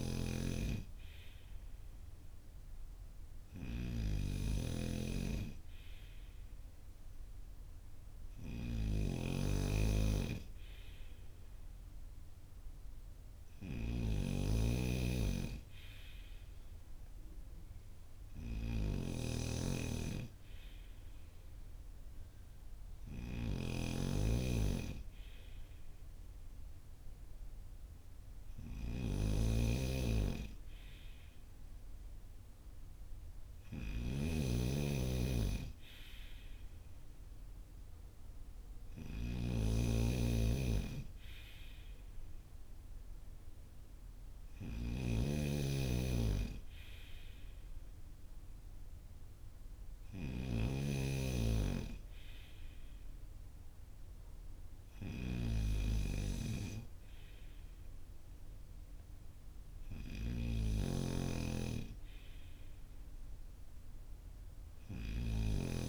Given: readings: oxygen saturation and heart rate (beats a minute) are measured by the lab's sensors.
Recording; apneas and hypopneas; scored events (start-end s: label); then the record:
breathing in sleep by a room microphone; none
0.00-65.89 s: snoring (device-marked)
From the record:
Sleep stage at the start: N2 (light sleep); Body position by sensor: on the front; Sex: male